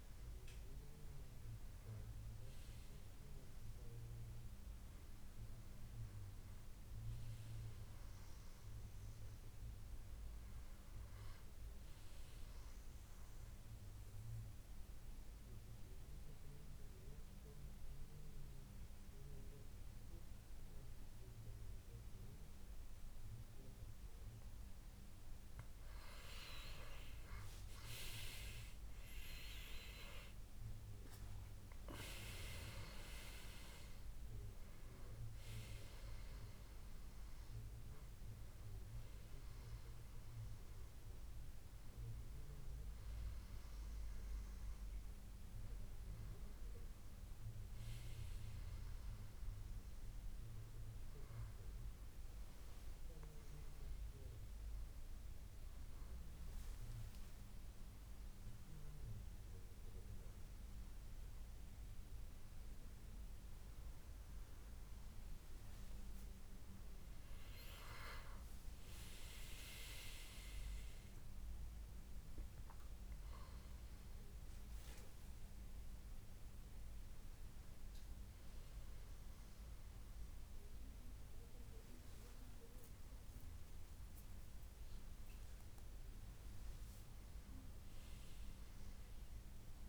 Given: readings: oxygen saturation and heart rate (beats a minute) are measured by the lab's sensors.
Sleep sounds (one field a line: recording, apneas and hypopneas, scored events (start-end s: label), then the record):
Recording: breathing in sleep by a room microphone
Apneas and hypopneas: 1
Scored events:
4.50-34.50 s: new sleep stage, N2 (light sleep)
13.00-26.00 s: obstructive apnea (oxygen 97% before, 92% lowest, heart rate 79 before, 71 extreme, up 12 after)
28.50-32.00 s: arousal
29.50-44.50 s: oxygen desaturation (device-marked, oxygen 96% before, 92% lowest, heart rate 73 before, 73 extreme)
34.50-89.89 s: new sleep stage, N1 (lightest sleep)
69.50-73.00 s: arousal
71.50-81.50 s: oxygen desaturation (device-marked, oxygen 97% before, 93% lowest, heart rate 76 before, 74 extreme)
From the record:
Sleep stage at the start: N1 (lightest sleep)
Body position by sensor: on the back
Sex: male